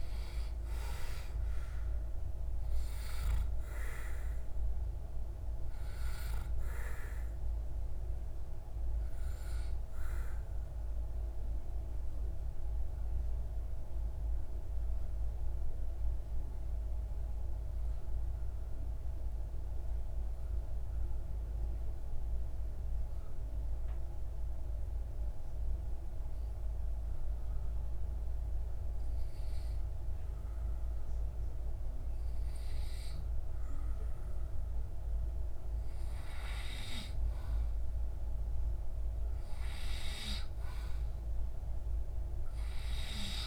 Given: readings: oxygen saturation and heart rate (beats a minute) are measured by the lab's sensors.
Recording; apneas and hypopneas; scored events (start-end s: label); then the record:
breathing in sleep by a room microphone; 1
0.00-21.00 s: oxygen desaturation (device-marked, oxygen 91% lowest)
10.00-33.00 s: obstructive apnea (oxygen 95% before, 91% lowest)
36.00-39.50 s: arousal
From the record:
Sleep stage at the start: N2 (light sleep); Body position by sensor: on the back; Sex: male